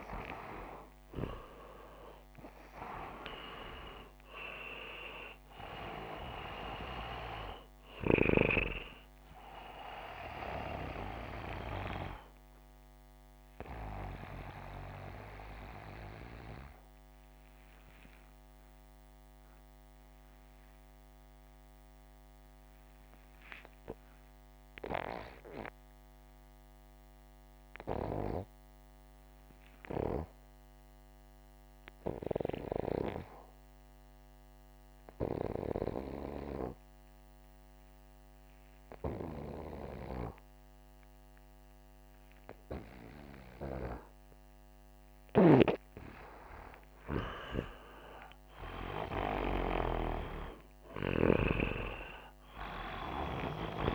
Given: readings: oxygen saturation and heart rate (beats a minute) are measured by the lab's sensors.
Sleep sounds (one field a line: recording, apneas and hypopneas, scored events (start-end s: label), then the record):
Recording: breathing in sleep by a microphone on the trachea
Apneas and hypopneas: 1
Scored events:
12.00-44.00 s: hypopnea (oxygen 93% before, 90% lowest)
45.00-50.50 s: arousal
From the record:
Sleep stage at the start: N2 (light sleep)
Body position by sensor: upright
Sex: male